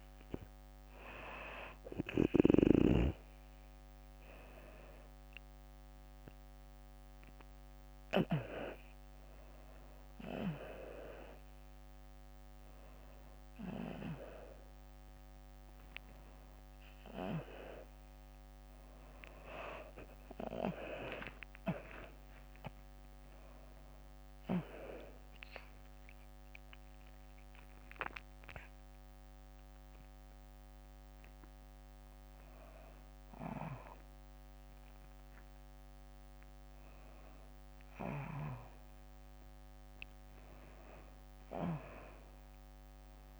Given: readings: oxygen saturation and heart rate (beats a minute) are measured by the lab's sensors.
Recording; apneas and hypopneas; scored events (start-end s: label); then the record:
breathing in sleep by a microphone on the trachea; none
3.00-7.00 s: arousal
3.00-11.00 s: drop in pulse transit time (device-marked, heart rate 62 before, 64 extreme)
15.00-17.00 s: long interval between heartbeats (device-marked, heart rate 64 before, 83 extreme)
20.00-22.00 s: long interval between heartbeats (device-marked, heart rate 70 before, 94 extreme)
20.00-43.40 s: new sleep stage, N1 (lightest sleep)
23.00-38.00 s: drop in pulse transit time (device-marked, heart rate 75 before, 80 extreme)
24.00-26.00 s: oxygen desaturation (device-marked, oxygen 95% before, 93% lowest, heart rate 76 before, 58 extreme)
26.00-40.00 s: tachycardia (device-marked, heart rate 64 before, 159 extreme)
26.50-30.00 s: arousal
27.00-29.00 s: long interval between heartbeats (device-marked, heart rate 80 before, 85 extreme)
30.00-32.00 s: long interval between heartbeats (device-marked, heart rate 84 before, 121 extreme)
32.00-34.00 s: long interval between heartbeats (device-marked, heart rate 90 before, 142 extreme)
34.50-36.50 s: long interval between heartbeats (device-marked, heart rate 99 before, 156 extreme)
37.50-39.50 s: long interval between heartbeats (device-marked, heart rate 110 before, 134 extreme)
40.00-42.00 s: long interval between heartbeats (device-marked, heart rate 117 before, 114 extreme)
From the record:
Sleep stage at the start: N2 (light sleep); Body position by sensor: on the back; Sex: female